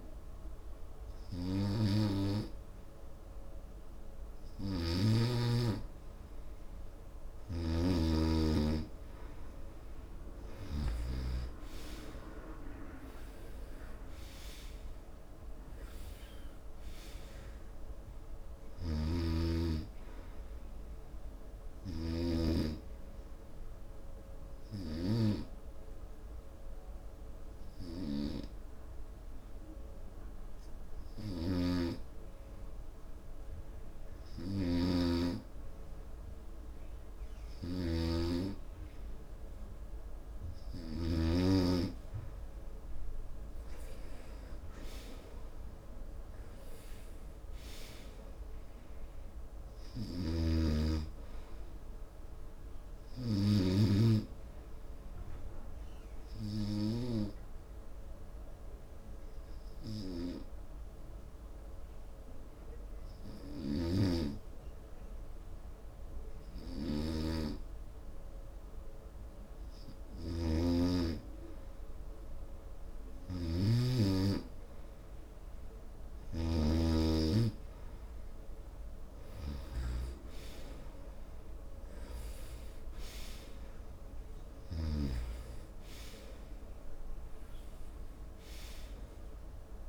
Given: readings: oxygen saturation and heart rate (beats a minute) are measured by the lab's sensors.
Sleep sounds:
breathing in sleep by a room microphone; 2
0.00-3.50 s: arousal
0.00-6.50 s: oxygen desaturation (device-marked, oxygen 88% lowest, heart rate 66 extreme)
18.50-46.50 s: oxygen desaturation (device-marked, oxygen 95% before, 90% lowest, heart rate 72 before, 67 extreme)
19.50-23.00 s: snoring (device-marked)
22.00-37.00 s: hypopnea (oxygen 96% before, 90% lowest, heart rate 74 before, 67 extreme, up 0 after)
31.50-41.50 s: snoring (device-marked)
39.50-44.50 s: arousal
55.00-69.00 s: hypopnea (oxygen 96% before, 90% lowest, heart rate 73 before, 68 extreme, up 1 after)
62.50-76.50 s: oxygen desaturation (device-marked, oxygen 96% before, 92% lowest, heart rate 74 before, 68 extreme)
70.50-77.00 s: snoring (device-marked)
71.50-76.00 s: arousal
From the record:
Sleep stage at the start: N2 (light sleep); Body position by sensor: on the right side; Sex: male

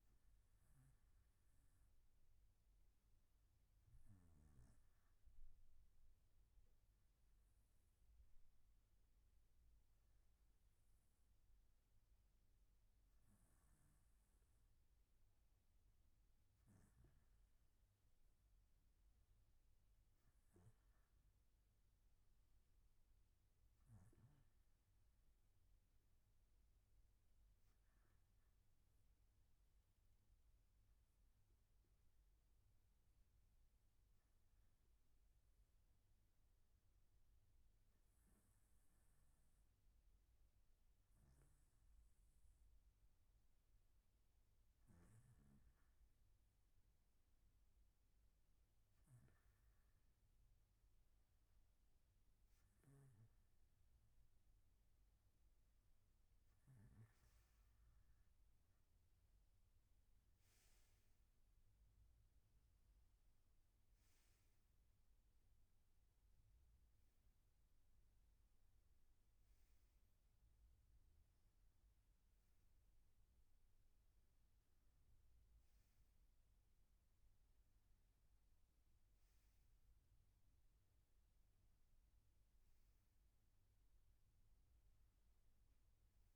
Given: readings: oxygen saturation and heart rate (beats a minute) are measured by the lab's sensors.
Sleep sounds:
breathing in sleep, hard to hear, by a room microphone; none
none scored
From the record:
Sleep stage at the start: N1 (lightest sleep); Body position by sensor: on the right side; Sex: male

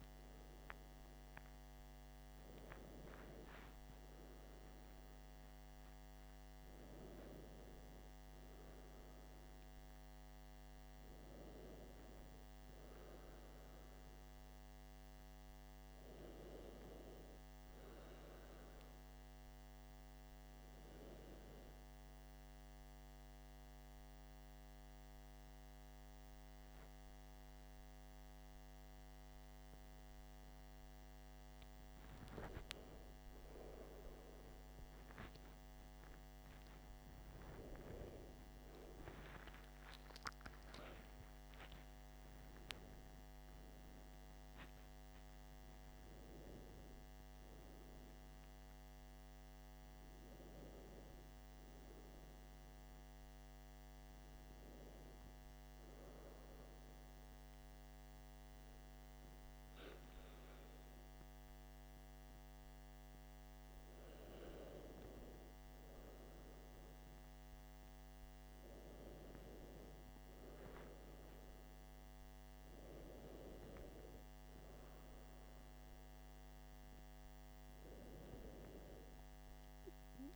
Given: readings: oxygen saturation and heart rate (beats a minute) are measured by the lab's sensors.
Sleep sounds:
breathing in sleep by a microphone on the trachea; 2
21.50-32.00 s: mixed apnea (oxygen 96% before, 94% lowest, heart rate 59 before, 56 extreme, up 18 after)
36.50-42.00 s: arousal
54.00-64.00 s: hypopnea (oxygen 96% before, 94% lowest, heart rate 60 before, 53 extreme, up 16 after)
66.50-70.50 s: arousal
From the record:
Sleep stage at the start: N2 (light sleep); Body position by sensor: on the back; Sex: male

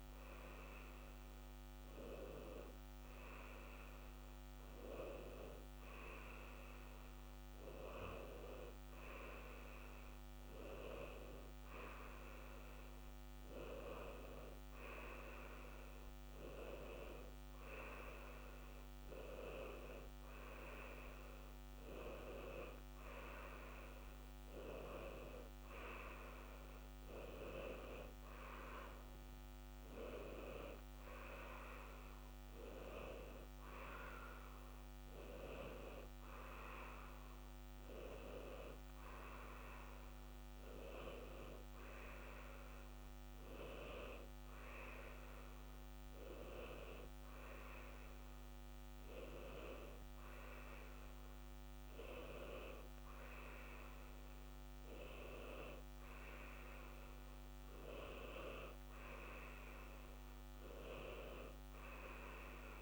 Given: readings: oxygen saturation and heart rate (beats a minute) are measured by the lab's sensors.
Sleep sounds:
breathing in sleep by a microphone on the trachea; none
26.00-62.82 s: new sleep stage, N2 (light sleep)
From the record:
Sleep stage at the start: N1 (lightest sleep); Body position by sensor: on the left side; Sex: male

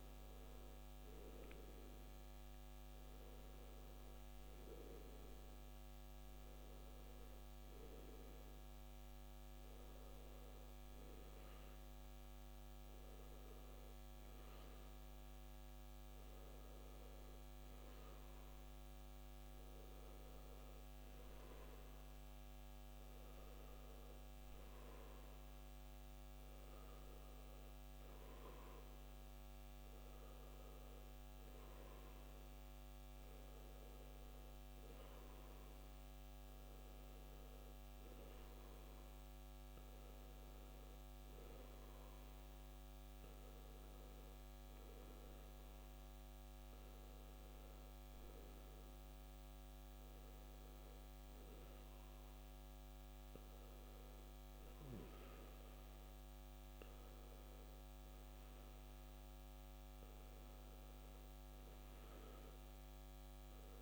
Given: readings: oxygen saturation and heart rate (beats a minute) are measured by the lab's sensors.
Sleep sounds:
breathing in sleep, hard to hear, by a microphone on the trachea; none
46.00-63.82 s: new sleep stage, N2 (light sleep)
From the record:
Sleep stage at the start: N1 (lightest sleep); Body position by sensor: on the back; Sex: male

